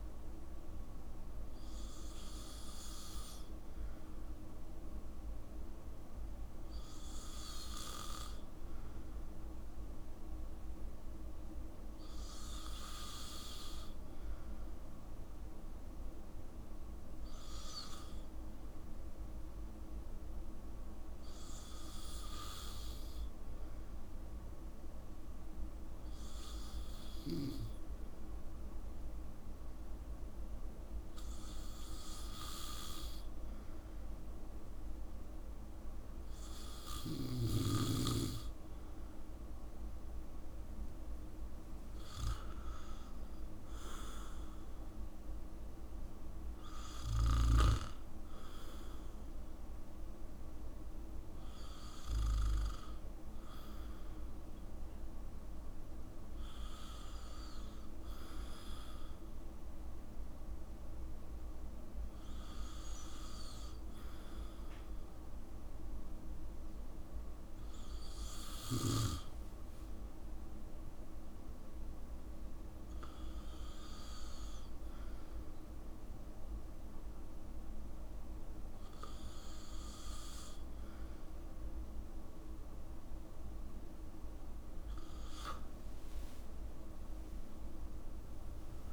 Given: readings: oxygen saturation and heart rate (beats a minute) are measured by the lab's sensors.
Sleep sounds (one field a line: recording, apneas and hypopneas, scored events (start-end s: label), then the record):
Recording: breathing in sleep, hard to hear, by a room microphone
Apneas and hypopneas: none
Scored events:
70.50-88.93 s: new sleep stage, awake
From the record:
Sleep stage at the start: N2 (light sleep)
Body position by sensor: on the back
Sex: male